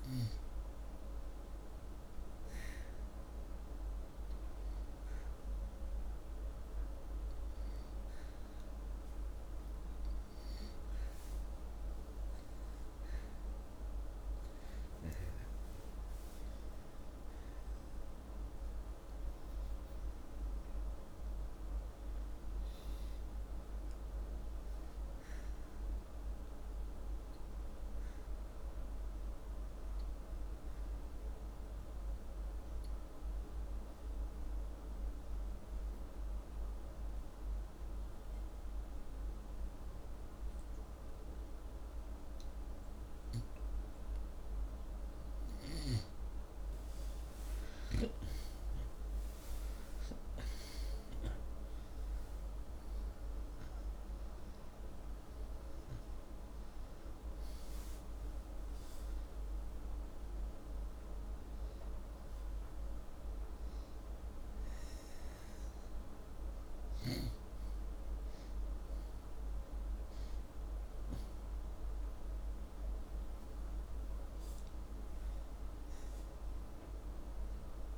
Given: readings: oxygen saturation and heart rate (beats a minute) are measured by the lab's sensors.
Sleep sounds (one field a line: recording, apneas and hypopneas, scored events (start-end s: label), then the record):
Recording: breathing in sleep, hard to hear, by a room microphone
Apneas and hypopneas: 1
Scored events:
15.00-18.50 s: arousal
34.50-45.50 s: obstructive apnea (oxygen 96% before, 90% lowest, heart rate 83 before, 80 extreme, up 4 after)
48.00-72.00 s: oxygen desaturation (device-marked, oxygen 96% before, 90% lowest, heart rate 82 before, 80 extreme)
49.00-52.00 s: arousal
69.00-73.50 s: arousal
From the record:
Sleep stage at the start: N2 (light sleep)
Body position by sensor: upright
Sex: male